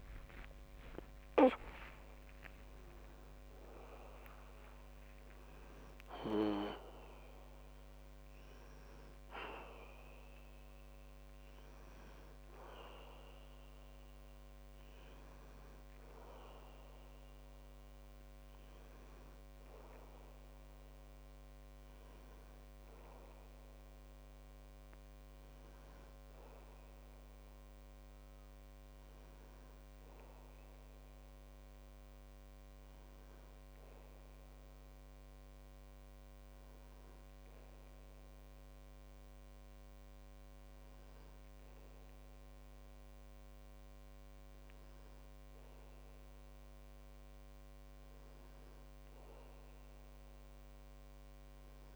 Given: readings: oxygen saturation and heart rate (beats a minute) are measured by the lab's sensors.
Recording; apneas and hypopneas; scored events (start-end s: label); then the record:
a person partly awake in a sleep study, by a microphone on the trachea; none
0.00-3.50 s: tachycardia (device-marked, heart rate 149 extreme)
5.50-51.96 s: new sleep stage, N1 (lightest sleep)
From the record:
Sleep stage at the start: awake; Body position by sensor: on the back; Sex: male